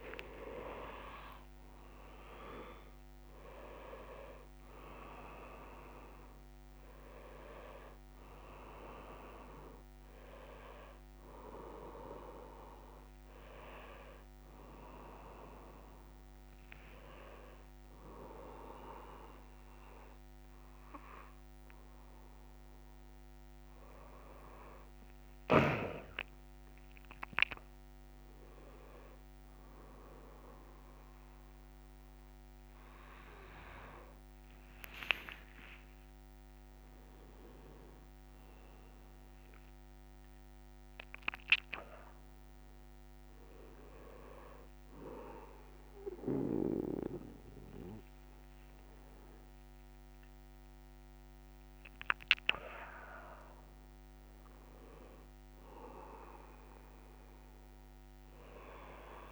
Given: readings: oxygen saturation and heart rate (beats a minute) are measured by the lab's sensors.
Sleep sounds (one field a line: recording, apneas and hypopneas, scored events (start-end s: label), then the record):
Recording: breathing in sleep by a microphone on the trachea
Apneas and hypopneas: none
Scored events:
none scored
From the record:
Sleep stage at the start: N3 (deep sleep)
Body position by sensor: on the back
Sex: male